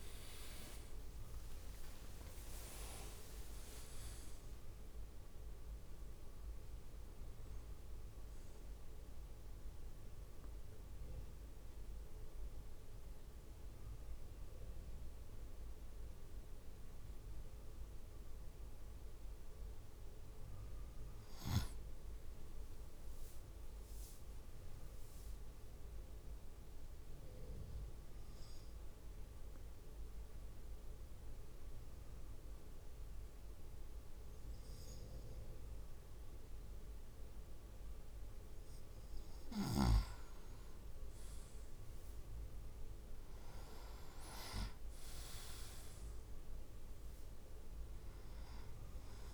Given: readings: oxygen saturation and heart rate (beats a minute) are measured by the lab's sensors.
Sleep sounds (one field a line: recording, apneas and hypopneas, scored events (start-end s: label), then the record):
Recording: breathing in sleep by a room microphone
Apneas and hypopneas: 2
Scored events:
0.00-11.50 s: drop in pulse transit time (device-marked, heart rate 62 extreme)
3.00-5.00 s: leg movement (device-marked)
9.50-19.50 s: central apnea (oxygen 99% before, 95% lowest, heart rate 68 before, 49 extreme, up 7 after)
22.00-24.50 s: arousal
26.00-39.50 s: obstructive apnea (oxygen 99% before, 96% lowest, heart rate 58 before, 46 extreme, up 9 after)
43.00-43.50 s: leg movement (device-marked)
43.00-46.50 s: arousal
44.50-49.34 s: drop in pulse transit time (device-marked, heart rate 53 before, 47 extreme)
From the record:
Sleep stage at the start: N2 (light sleep)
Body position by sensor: on the right side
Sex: male